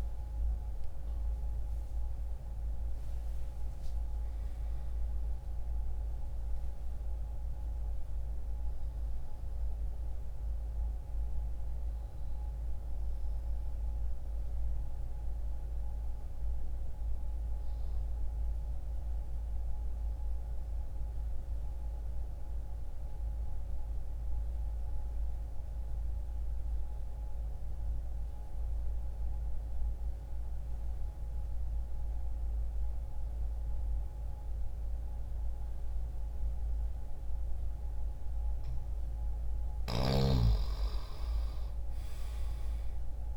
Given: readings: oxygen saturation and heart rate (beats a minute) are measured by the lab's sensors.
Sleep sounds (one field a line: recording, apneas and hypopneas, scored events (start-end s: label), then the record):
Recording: breathing in sleep, hard to hear, by a room microphone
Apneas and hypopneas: 1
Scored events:
0.00-25.50 s: oxygen desaturation (device-marked, oxygen 81% lowest, heart rate 60 extreme)
18.50-38.00 s: obstructive apnea (oxygen 96% before, 86% lowest, heart rate 72 before, 60 extreme, up 0 after)
34.50-43.37 s: oxygen desaturation (device-marked, oxygen 99% before, 88% lowest, heart rate 60 before, 60 extreme)
40.50-43.37 s: arousal
From the record:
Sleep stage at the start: N1 (lightest sleep)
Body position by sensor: on the left side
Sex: male